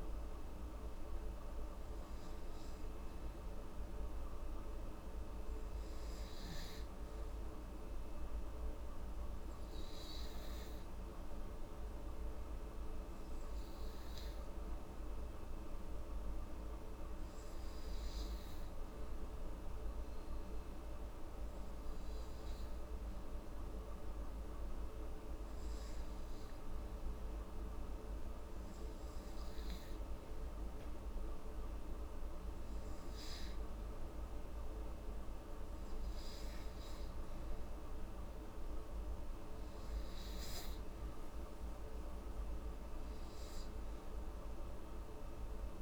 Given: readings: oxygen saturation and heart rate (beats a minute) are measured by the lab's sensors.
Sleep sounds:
breathing in sleep, hard to hear, by a room microphone; none
none scored
From the record:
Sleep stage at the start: N2 (light sleep); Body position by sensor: on the back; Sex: female

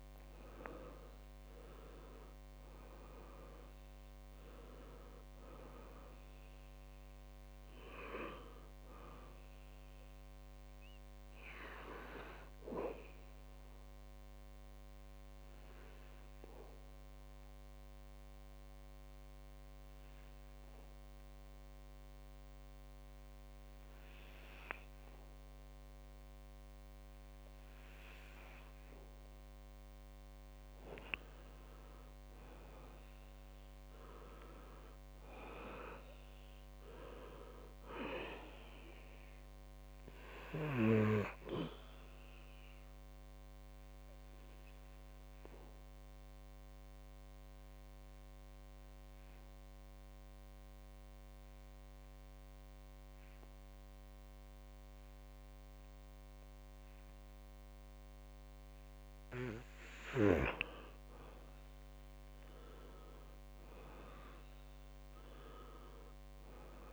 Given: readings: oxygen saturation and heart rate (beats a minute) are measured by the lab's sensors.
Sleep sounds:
breathing in sleep by a microphone on the trachea; 2
0.00-28.50 s: oxygen desaturation (device-marked, oxygen 90% lowest, heart rate 59 extreme)
14.00-30.00 s: obstructive apnea (oxygen 99% before, 90% lowest, heart rate 70 before, 59 extreme, up 7 after)
31.50-35.50 s: arousal
37.50-60.50 s: oxygen desaturation (device-marked, oxygen 99% before, 93% lowest, heart rate 63 before, 60 extreme)
42.50-58.50 s: obstructive apnea (oxygen 99% before, 92% lowest, heart rate 64 before, 60 extreme, up 7 after)
62.00-66.50 s: arousal
65.50-66.93 s: oxygen desaturation (device-marked, oxygen 98% before, 92% lowest, heart rate 63 before, 60 extreme)
From the record:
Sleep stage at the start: N2 (light sleep); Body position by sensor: on the back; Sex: male

